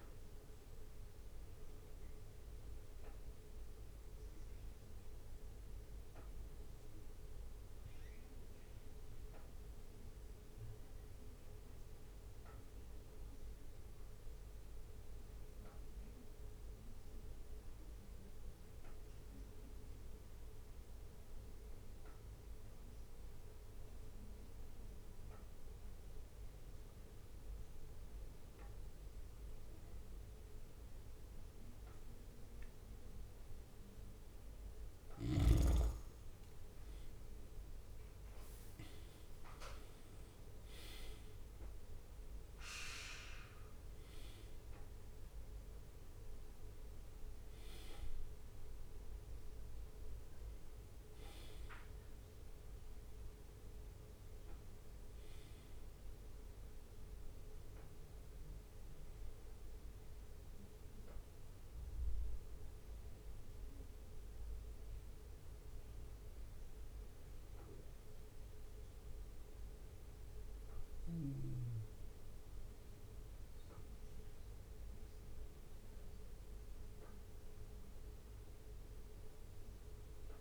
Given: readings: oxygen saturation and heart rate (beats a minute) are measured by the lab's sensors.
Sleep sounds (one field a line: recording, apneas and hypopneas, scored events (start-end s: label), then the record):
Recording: breathing in sleep, hard to hear, by a room microphone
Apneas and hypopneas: 1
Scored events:
0.00-27.50 s: bradycardia (device-marked, heart rate 55 extreme)
2.50-33.00 s: obstructive apnea (oxygen 98% before, 95% lowest, heart rate 60 before, 55 extreme, up 6 after)
35.50-39.00 s: arousal
58.50-73.50 s: bradycardia (device-marked, heart rate 59 before, 58 extreme)
76.50-80.00 s: arousal
77.50-80.41 s: bradycardia (device-marked, heart rate 59 before, 58 extreme)
From the record:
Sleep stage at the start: N2 (light sleep)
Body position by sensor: on the back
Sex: male